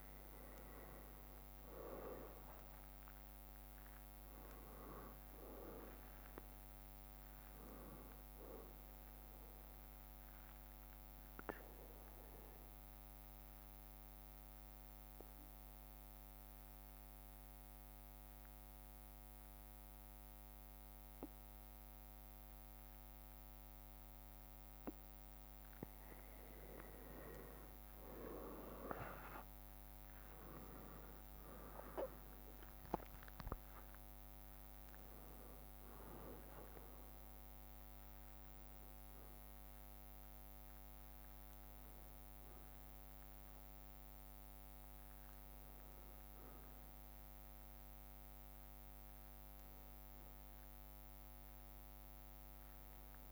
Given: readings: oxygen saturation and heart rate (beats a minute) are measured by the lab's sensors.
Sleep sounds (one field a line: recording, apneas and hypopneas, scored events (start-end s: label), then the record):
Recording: breathing in sleep by a microphone on the trachea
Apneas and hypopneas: 1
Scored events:
7.00-15.00 s: bradycardia (device-marked, heart rate 62 before, 58 extreme)
9.50-25.50 s: obstructive apnea (oxygen 96% before, 94% lowest, heart rate 61 before, 58 extreme, up 4 after)
28.50-31.50 s: arousal
50.50-53.32 s: arousal
From the record:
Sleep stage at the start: N2 (light sleep)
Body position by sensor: on the back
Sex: male